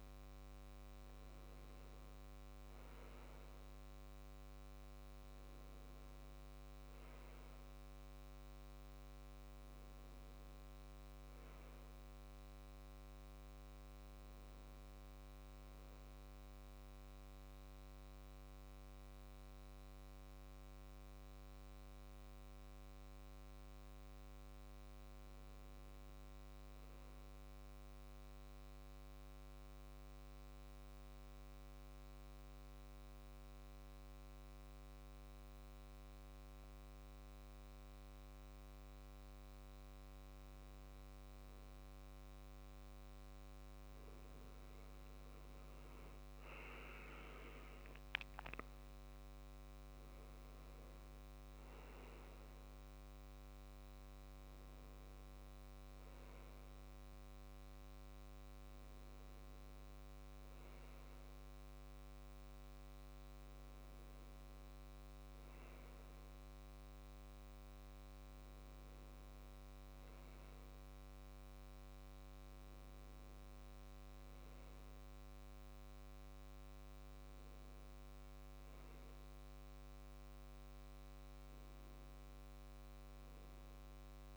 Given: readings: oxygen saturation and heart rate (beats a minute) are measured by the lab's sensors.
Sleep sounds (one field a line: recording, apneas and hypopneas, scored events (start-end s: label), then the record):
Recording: breathing in sleep, hard to hear, by a microphone on the trachea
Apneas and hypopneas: 1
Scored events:
0.00-12.00 s: oxygen desaturation (device-marked, oxygen 92% lowest, heart rate 68 extreme)
20.50-24.50 s: arousal
28.00-43.00 s: mixed apnea (oxygen 98% before, 91% lowest, heart rate 71 before, 68 extreme, up 11 after)
40.00-77.00 s: oxygen desaturation (device-marked, oxygen 98% before, 91% lowest, heart rate 69 before, 69 extreme)
44.50-49.00 s: arousal
78.00-82.50 s: arousal
From the record:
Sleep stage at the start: N2 (light sleep)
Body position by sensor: on the back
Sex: male